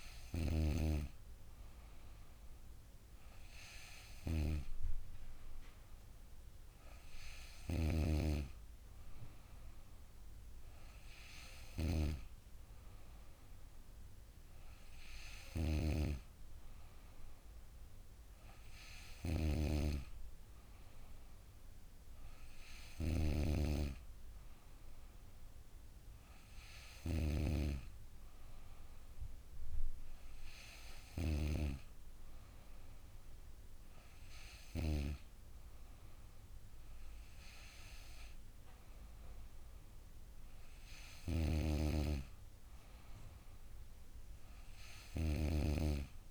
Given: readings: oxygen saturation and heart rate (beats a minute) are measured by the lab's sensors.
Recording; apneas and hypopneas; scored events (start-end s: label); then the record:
breathing in sleep by a room microphone; none
none scored
From the record:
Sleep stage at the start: N2 (light sleep); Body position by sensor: on the back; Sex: female